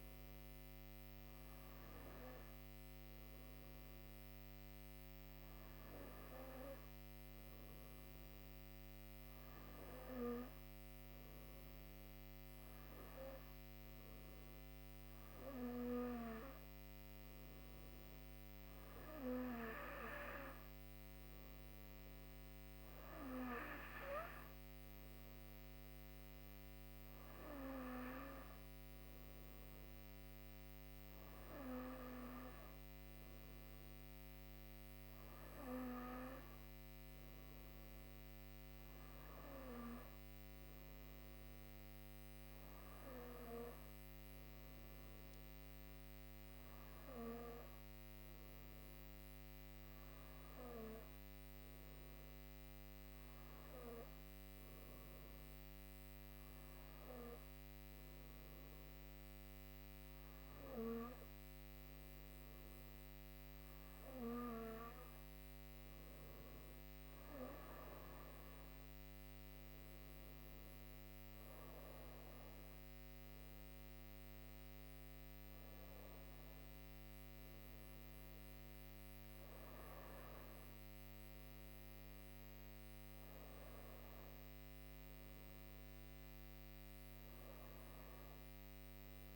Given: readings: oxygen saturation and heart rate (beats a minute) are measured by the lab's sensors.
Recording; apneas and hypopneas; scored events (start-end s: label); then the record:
breathing in sleep by a microphone on the trachea; 1
47.00-62.00 s: hypopnea (oxygen 98% before, 97% lowest, heart rate 59 before, 58 extreme, up 16 after)
67.50-71.50 s: arousal
From the record:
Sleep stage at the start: N2 (light sleep); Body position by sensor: on the right side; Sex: female